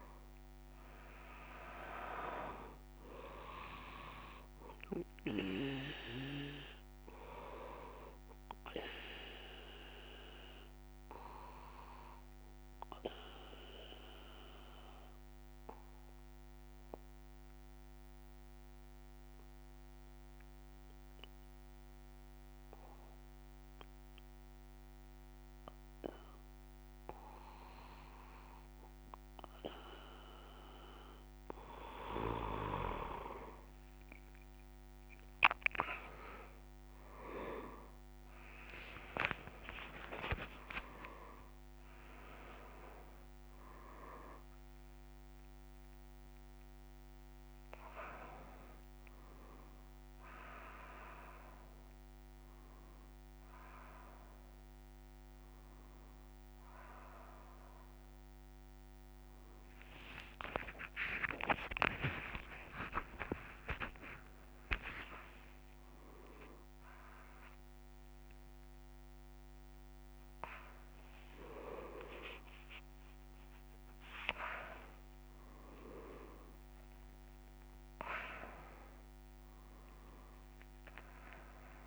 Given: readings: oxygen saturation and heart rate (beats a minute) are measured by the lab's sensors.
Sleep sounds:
breathing in sleep by a microphone on the trachea; 1
0.50-19.50 s: oxygen desaturation (device-marked, oxygen 99% before, 94% lowest)
10.00-33.00 s: mixed apnea (oxygen 99% before, 94% lowest)
39.50-60.50 s: oxygen desaturation (device-marked, oxygen 99% before, 95% lowest)
58.50-81.87 s: new sleep stage, N3 (deep sleep)
From the record:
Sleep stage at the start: N2 (light sleep); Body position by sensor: on the back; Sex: male

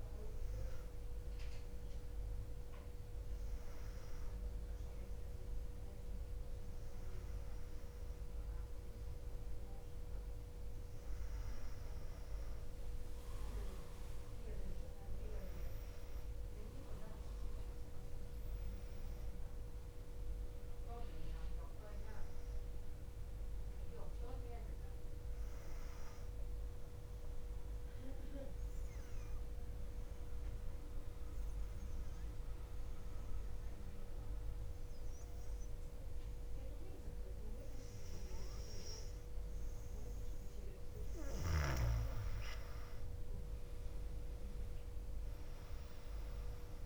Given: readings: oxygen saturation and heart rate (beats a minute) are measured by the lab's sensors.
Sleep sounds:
breathing in sleep, hard to hear, by a room microphone; 1
17.50-21.00 s: arousal
28.50-39.00 s: obstructive apnea (oxygen 98% before, 93% lowest, heart rate 64 before, 58 extreme, up 2 after)
41.50-46.00 s: arousal
From the record:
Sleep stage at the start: N2 (light sleep); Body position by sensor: on the back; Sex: female

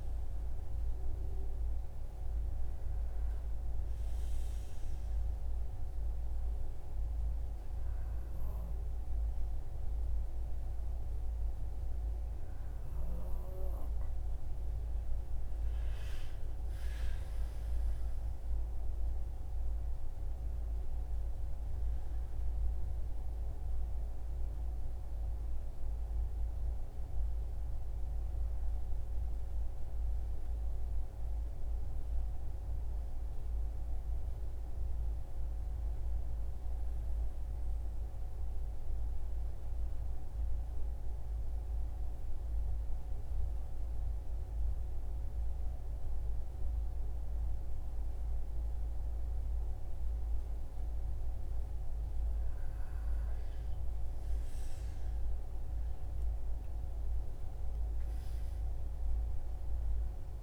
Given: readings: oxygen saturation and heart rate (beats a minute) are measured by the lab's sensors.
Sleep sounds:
breathing in sleep, hard to hear, by a room microphone; 2
4.00-14.50 s: hypopnea (oxygen 95% before, 92% lowest, heart rate 65 before, 59 extreme, up 14 after)
15.50-20.00 s: arousal
41.00-52.50 s: hypopnea (oxygen 95% before, 92% lowest, heart rate 66 before, 59 extreme, up 15 after)
54.00-58.00 s: arousal
57.50-60.43 s: oxygen desaturation (device-marked, oxygen 96% before, 93% lowest, heart rate 64 before, 58 extreme)
From the record:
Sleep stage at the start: N2 (light sleep); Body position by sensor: on the right side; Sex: male

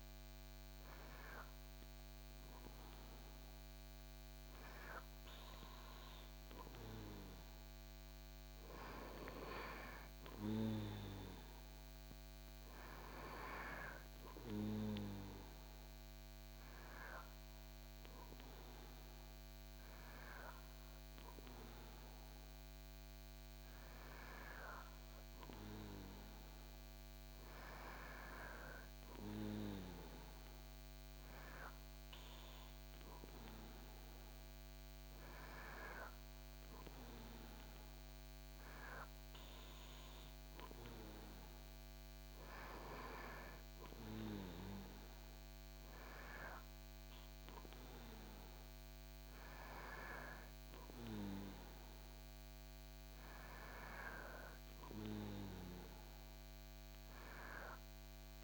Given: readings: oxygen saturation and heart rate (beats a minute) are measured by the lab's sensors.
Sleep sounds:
breathing in sleep by a microphone on the trachea; none
none scored
From the record:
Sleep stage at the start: N2 (light sleep); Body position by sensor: on the back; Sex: male

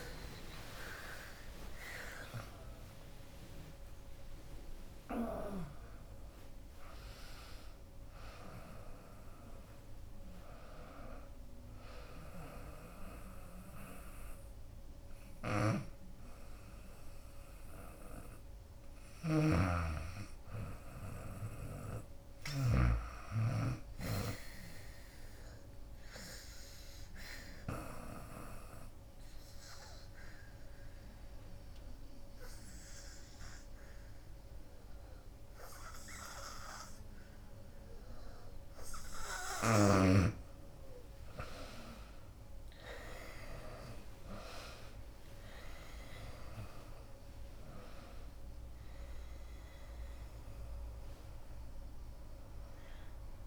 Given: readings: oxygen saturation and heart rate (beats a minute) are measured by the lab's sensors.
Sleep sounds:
breathing in sleep by a room microphone; 1
0.00-11.00 s: drop in pulse transit time (device-marked, heart rate 93 extreme)
0.00-17.00 s: oxygen desaturation (device-marked, oxygen 85% lowest, heart rate 66 extreme)
1.00-3.00 s: long interval between heartbeats (device-marked, heart rate 87 before, 138 extreme)
19.50-23.50 s: arousal
26.00-39.00 s: obstructive apnea (oxygen 95% before, 86% lowest, heart rate 86 before, 66 extreme, up 23 after)
31.00-35.00 s: oxygen desaturation (device-marked, oxygen 95% before, 92% lowest, heart rate 79 before, 66 extreme)
40.50-43.50 s: arousal
41.00-53.00 s: drop in pulse transit time (device-marked, heart rate 72 before, 69 extreme)
44.00-53.46 s: oxygen desaturation (device-marked, oxygen 93% before, 86% lowest, heart rate 73 before, 71 extreme)
From the record:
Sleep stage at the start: N2 (light sleep); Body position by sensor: on the back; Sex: female

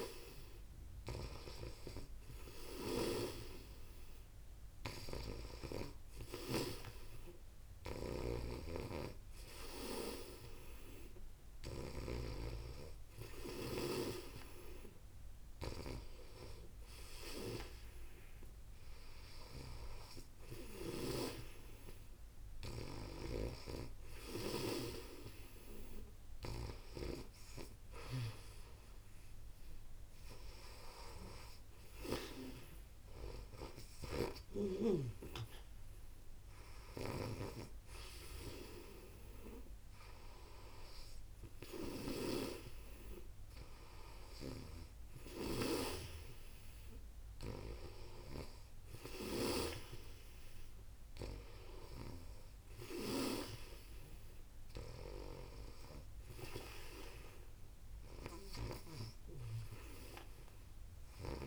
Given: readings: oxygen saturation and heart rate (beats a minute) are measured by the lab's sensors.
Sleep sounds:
breathing in sleep by a room microphone; none
0.00-27.00 s: snoring (device-marked)
33.50-42.00 s: snoring (device-marked)
58.00-61.47 s: snoring (device-marked)
From the record:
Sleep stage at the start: N2 (light sleep); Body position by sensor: on the back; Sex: female

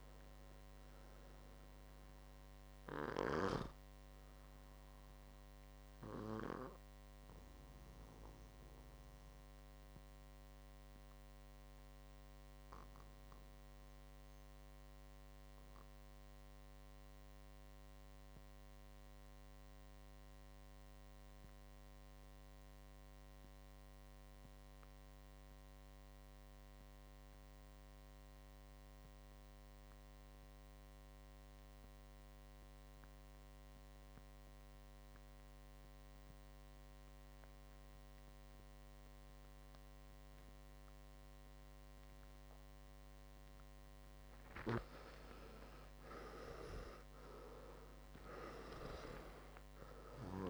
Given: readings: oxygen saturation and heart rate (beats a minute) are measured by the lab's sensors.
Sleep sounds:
breathing in sleep by a microphone on the trachea; 1
0.00-20.50 s: oxygen desaturation (device-marked, oxygen 88% lowest, heart rate 54 extreme)
7.00-42.50 s: mixed apnea (oxygen 99% before, 86% lowest, heart rate 61 before, 52 extreme, up 9 after)
36.50-50.50 s: oxygen desaturation (device-marked, oxygen 99% before, 86% lowest, heart rate 58 before, 52 extreme)
44.00-49.00 s: arousal
From the record:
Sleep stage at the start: REM sleep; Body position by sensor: on the right side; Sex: male

